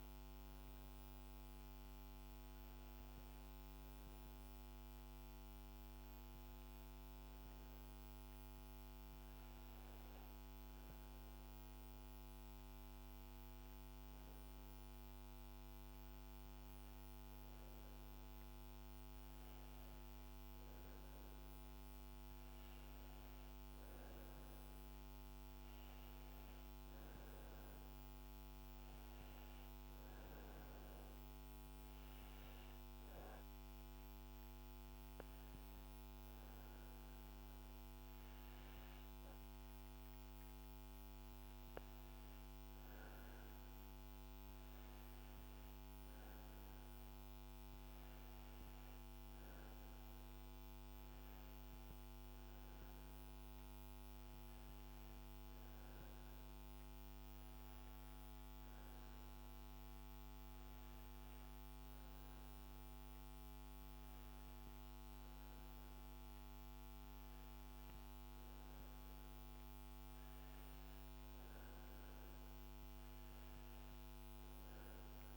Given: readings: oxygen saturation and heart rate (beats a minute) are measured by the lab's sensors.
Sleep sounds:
a person awake in a sleep study, hard to hear, by a microphone on the trachea; none
none scored
From the record:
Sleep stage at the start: awake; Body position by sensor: on the back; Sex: female

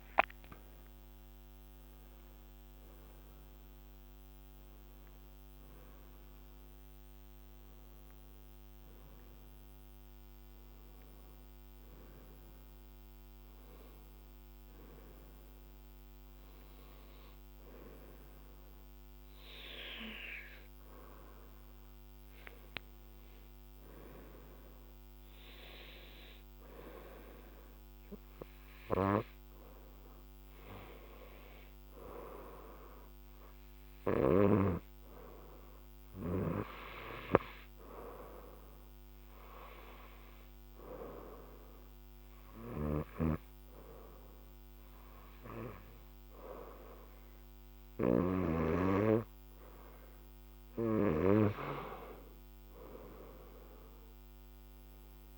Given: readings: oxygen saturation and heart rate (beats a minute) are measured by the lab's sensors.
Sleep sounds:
breathing in sleep by a microphone on the trachea; none
42.50-48.50 s: snoring (device-marked)
53.00-55.38 s: arousal
From the record:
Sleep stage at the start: N2 (light sleep); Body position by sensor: on the right side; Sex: female

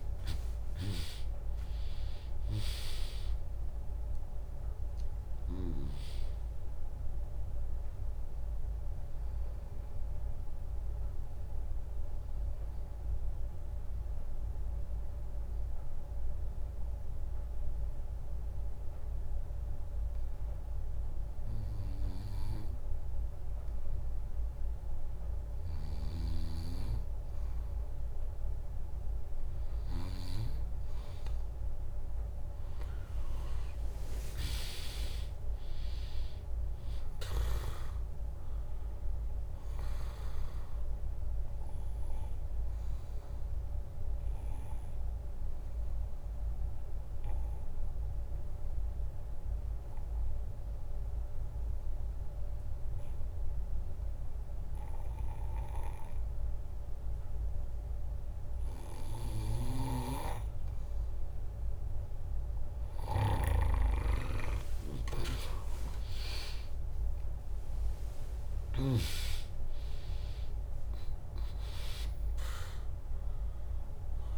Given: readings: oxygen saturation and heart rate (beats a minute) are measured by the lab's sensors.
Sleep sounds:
breathing in sleep by a room microphone; 2
0.00-9.50 s: drop in pulse transit time (device-marked, heart rate 63 extreme)
0.00-19.50 s: oxygen desaturation (device-marked, oxygen 95% lowest, heart rate 60 extreme)
9.00-25.00 s: obstructive apnea (oxygen 100% before, 95% lowest, heart rate 69 before, 60 extreme)
26.00-30.00 s: arousal
35.50-49.50 s: drop in pulse transit time (device-marked, heart rate 70 before, 65 extreme)
41.50-59.50 s: obstructive apnea (oxygen 100% before, 97% lowest, heart rate 67 before, 58 extreme, up 0 after)
59.50-61.50 s: bradycardia (device-marked, heart rate 74 before, 62 extreme)
59.50-63.50 s: snoring (device-marked)
64.00-68.50 s: arousal
65.50-74.38 s: drop in pulse transit time (device-marked, heart rate 73 before, 63 extreme)
From the record:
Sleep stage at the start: N2 (light sleep); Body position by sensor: on the back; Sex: female

